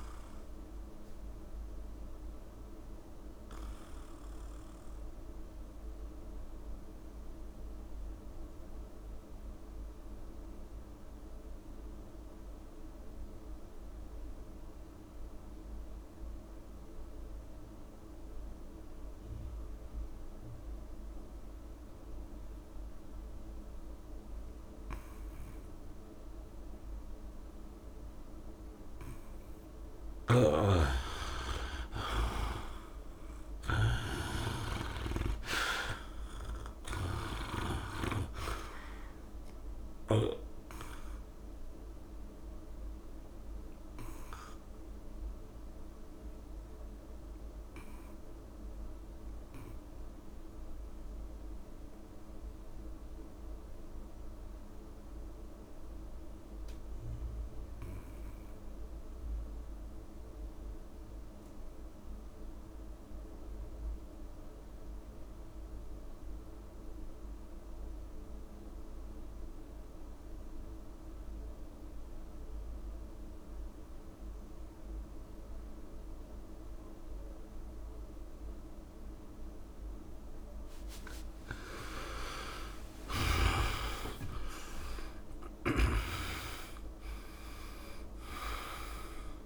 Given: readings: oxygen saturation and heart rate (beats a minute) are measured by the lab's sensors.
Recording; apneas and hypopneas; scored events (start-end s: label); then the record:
breathing in sleep by a room microphone; 2
0.00-13.00 s: oxygen desaturation (device-marked, oxygen 79% lowest, heart rate 49 extreme)
3.00-29.00 s: obstructive apnea (oxygen 99% before, 79% lowest, heart rate 73 before, 49 extreme, up 4 after)
26.00-56.00 s: oxygen desaturation (device-marked, oxygen 99% before, 80% lowest, heart rate 68 before, 49 extreme)
30.00-37.50 s: snoring (device-marked)
31.00-34.00 s: arousal
31.50-33.50 s: long interval between heartbeats (device-marked, heart rate 69 before, 72 extreme)
34.00-36.00 s: long interval between heartbeats (device-marked, heart rate 69 before, 50 extreme)
43.00-80.00 s: obstructive apnea (oxygen 99% before, 74% lowest)
71.00-89.46 s: oxygen desaturation (device-marked, oxygen 98% before, 74% lowest)
81.00-83.00 s: long interval between heartbeats (device-marked, heart rate 68 before, 75 extreme)
82.50-87.50 s: arousal
84.00-86.00 s: long interval between heartbeats (device-marked, heart rate 69 before, 97 extreme)
87.00-89.00 s: long interval between heartbeats (device-marked, heart rate 74 before, 89 extreme)
From the record:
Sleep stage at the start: N2 (light sleep); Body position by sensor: on the back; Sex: male